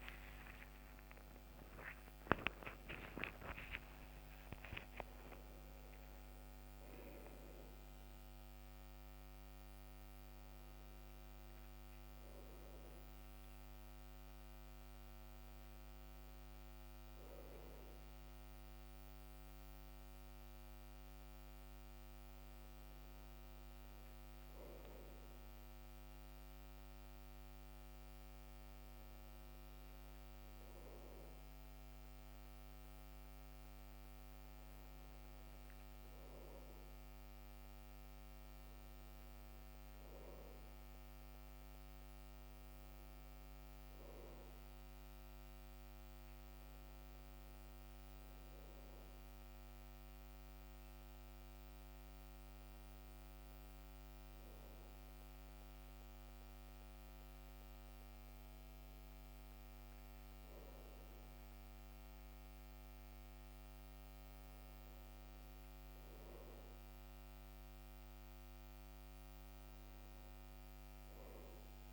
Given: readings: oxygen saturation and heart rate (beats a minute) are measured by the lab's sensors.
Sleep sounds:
breathing in sleep, hard to hear, by a microphone on the trachea; none
58.50-63.00 s: arousal
58.50-71.93 s: new sleep stage, N2 (light sleep)
From the record:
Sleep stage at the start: N1 (lightest sleep); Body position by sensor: on the back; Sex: male

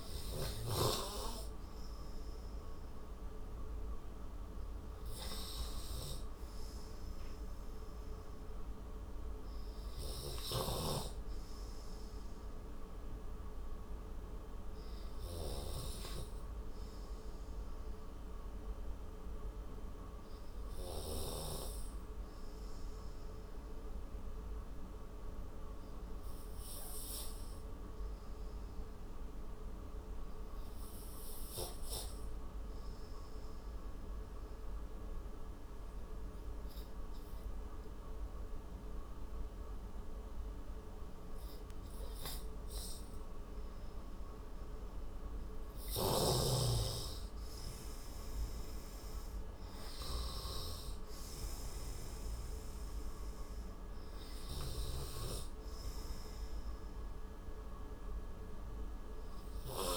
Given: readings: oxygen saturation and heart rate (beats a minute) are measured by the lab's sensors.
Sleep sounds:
breathing in sleep by a room microphone; 1
9.50-17.50 s: oxygen desaturation (device-marked, oxygen 95% before, 92% lowest, heart rate 53 before, 34 extreme)
19.50-43.50 s: obstructive apnea (oxygen 96% before, 91% lowest, heart rate 50 before, 26 extreme, up 57 after)
42.50-59.97 s: oxygen desaturation (device-marked, oxygen 96% before, 91% lowest)
47.00-51.00 s: arousal
From the record:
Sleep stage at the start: N2 (light sleep); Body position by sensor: on the right side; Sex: male

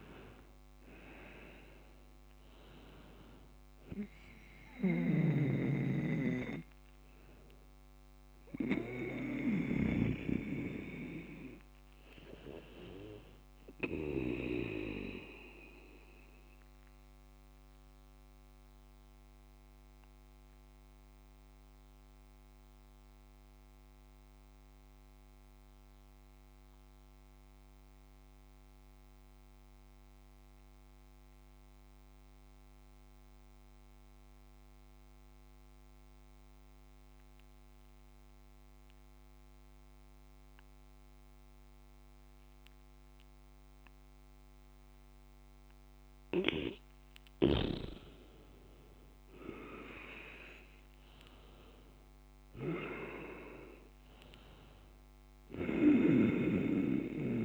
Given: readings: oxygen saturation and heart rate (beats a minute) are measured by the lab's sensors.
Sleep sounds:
breathing in sleep by a microphone on the trachea; 1
0.00-12.50 s: oxygen desaturation (device-marked, oxygen 94% lowest, heart rate 59 extreme)
4.50-10.00 s: snoring (device-marked)
15.50-45.50 s: mixed apnea (oxygen 99% before, 94% lowest, heart rate 66 before, 60 extreme, up 6 after)
45.50-57.45 s: oxygen desaturation (device-marked, oxygen 99% before, 94% lowest, heart rate 68 before, 60 extreme)
48.00-52.00 s: arousal
From the record:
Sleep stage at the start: N2 (light sleep); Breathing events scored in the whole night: 246 in 4.0 hours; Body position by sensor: on the back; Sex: male

